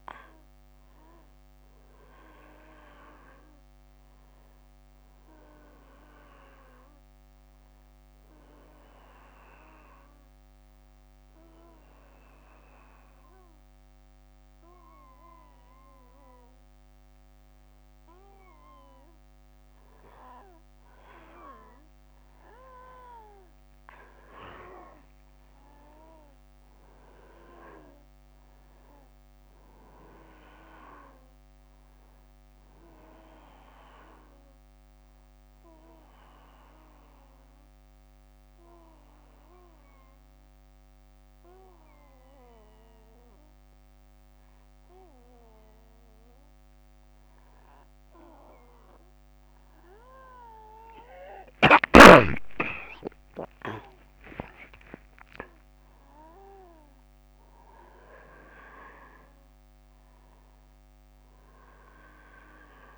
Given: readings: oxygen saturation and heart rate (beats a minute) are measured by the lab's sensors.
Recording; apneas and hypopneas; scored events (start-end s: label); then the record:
breathing in sleep by a microphone on the trachea; 2
2.50-6.00 s: arousal
8.00-19.50 s: obstructive apnea (oxygen 97% before, 91% lowest, heart rate 71 before, 63 extreme, up 5 after)
22.00-25.50 s: arousal
26.00-43.00 s: oxygen desaturation (device-marked, oxygen 96% before, 91% lowest, heart rate 65 before, 61 extreme)
33.00-62.98 s: new sleep stage, N1 (lightest sleep)
35.00-45.00 s: obstructive apnea (oxygen 97% before, 91% lowest, heart rate 66 before, 61 extreme, up 22 after)
48.00-53.00 s: arousal
56.00-62.98 s: oxygen desaturation (device-marked, oxygen 96% before, 92% lowest, heart rate 69 before, 61 extreme)
From the record:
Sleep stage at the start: N2 (light sleep); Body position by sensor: on the back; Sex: male